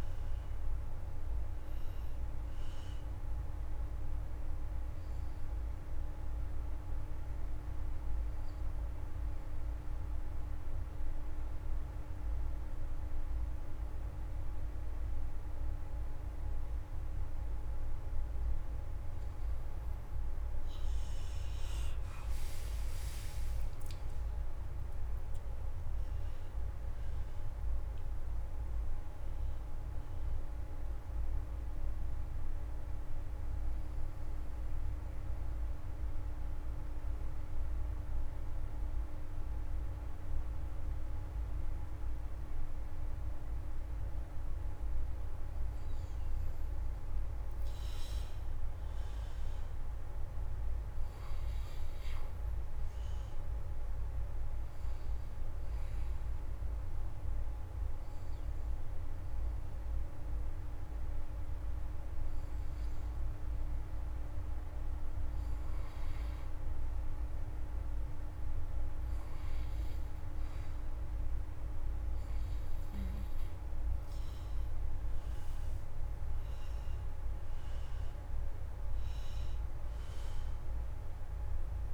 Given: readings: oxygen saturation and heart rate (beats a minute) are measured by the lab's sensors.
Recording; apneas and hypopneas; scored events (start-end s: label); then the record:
breathing in sleep, hard to hear, by a room microphone; 3
0.00-17.50 s: oxygen desaturation (device-marked, oxygen 84% lowest)
6.00-18.50 s: obstructive apnea (oxygen 97% before, 84% lowest)
20.50-25.00 s: arousal
25.50-48.50 s: oxygen desaturation (device-marked, oxygen 97% before, 87% lowest)
31.50-47.00 s: obstructive apnea (oxygen 97% before, 84% lowest)
48.50-52.00 s: arousal
55.50-65.50 s: obstructive apnea (oxygen 94% before, 84% lowest)
56.50-67.50 s: oxygen desaturation (device-marked, oxygen 94% before, 84% lowest)
69.00-72.50 s: arousal
74.50-81.94 s: oxygen desaturation (device-marked, oxygen 96% before, 87% lowest)
From the record:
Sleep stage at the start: N2 (light sleep); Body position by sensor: on the left side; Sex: male